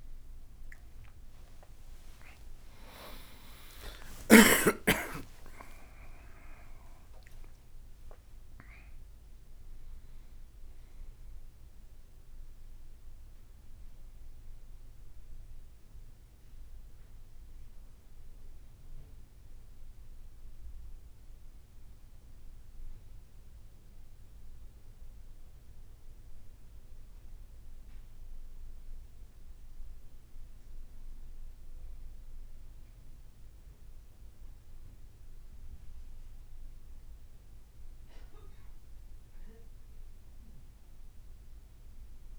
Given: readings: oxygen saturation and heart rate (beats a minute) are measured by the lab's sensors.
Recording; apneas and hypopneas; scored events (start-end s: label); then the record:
breathing in sleep by a room microphone; none
0.00-16.50 s: oxygen desaturation (device-marked, oxygen 92% lowest, heart rate 52 extreme)
0.50-8.00 s: leg movement (device-marked)
1.00-7.00 s: arousal
From the record:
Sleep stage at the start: N1 (lightest sleep); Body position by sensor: on the back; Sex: male